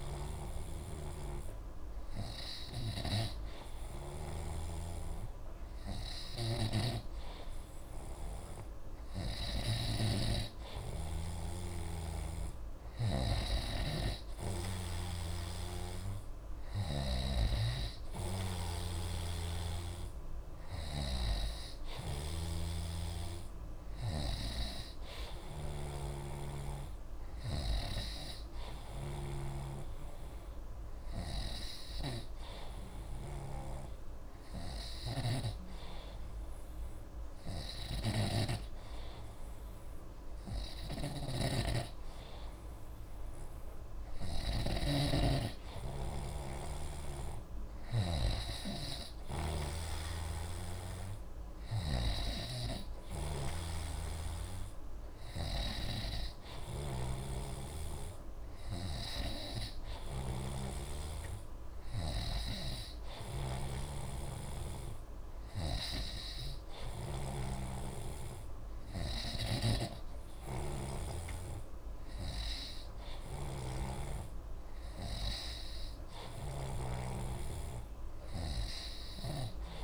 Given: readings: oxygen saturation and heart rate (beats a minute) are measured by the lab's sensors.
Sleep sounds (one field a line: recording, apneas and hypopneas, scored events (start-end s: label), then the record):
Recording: breathing in sleep by a room microphone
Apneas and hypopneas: 1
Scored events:
0.00-10.00 s: snoring (device-marked)
16.00-79.84 s: new sleep stage, N2 (light sleep)
22.00-52.00 s: snoring (device-marked)
31.00-43.50 s: hypopnea (oxygen 93% before, 92% lowest, heart rate 47 before, 37 extreme, up 19 after)
46.00-48.50 s: arousal
56.50-60.50 s: snoring (device-marked)
62.50-66.00 s: snoring (device-marked)
70.50-77.00 s: snoring (device-marked)
From the record:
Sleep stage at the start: N3 (deep sleep)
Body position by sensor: on the right side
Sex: male